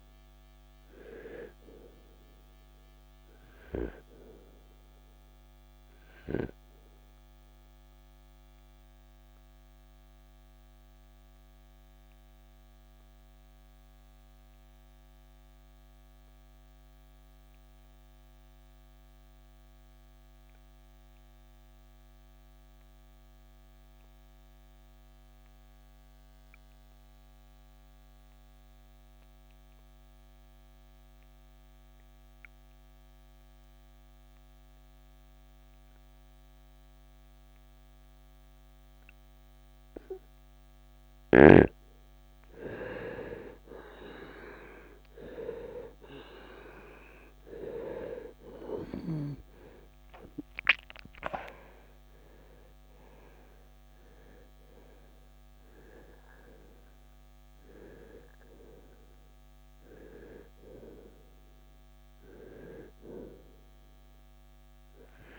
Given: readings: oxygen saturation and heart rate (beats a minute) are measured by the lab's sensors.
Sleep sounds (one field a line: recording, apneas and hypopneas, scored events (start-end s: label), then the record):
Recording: breathing in sleep by a microphone on the trachea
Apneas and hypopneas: 1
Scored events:
0.00-22.00 s: oxygen desaturation (device-marked, oxygen 81% lowest, heart rate 55 extreme)
5.50-41.00 s: obstructive apnea (oxygen 97% before, 79% lowest, heart rate 74 before, 55 extreme, up 11 after)
38.00-65.39 s: oxygen desaturation (device-marked, oxygen 97% before, 79% lowest, heart rate 66 before, 49 extreme)
44.00-50.00 s: arousal
From the record:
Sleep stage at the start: N2 (light sleep)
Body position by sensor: on the right side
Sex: male